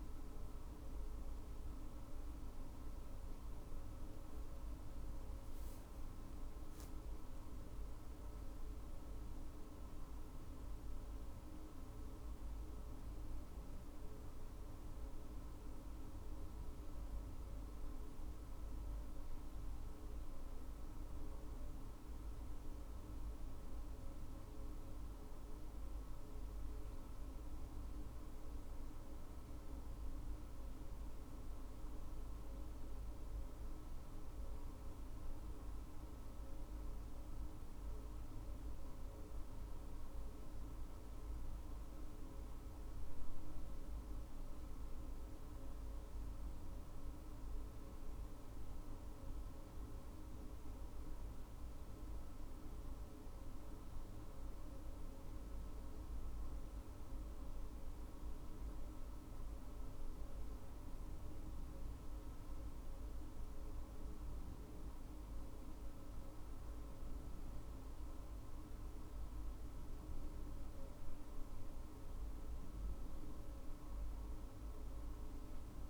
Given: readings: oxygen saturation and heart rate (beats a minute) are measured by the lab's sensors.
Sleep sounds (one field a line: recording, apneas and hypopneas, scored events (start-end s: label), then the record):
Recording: a person partly awake in a sleep study, hard to hear, by a room microphone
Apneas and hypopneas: none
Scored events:
23.50-75.90 s: new sleep stage, N1 (lightest sleep)
From the record:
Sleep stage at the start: awake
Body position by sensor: on the back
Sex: female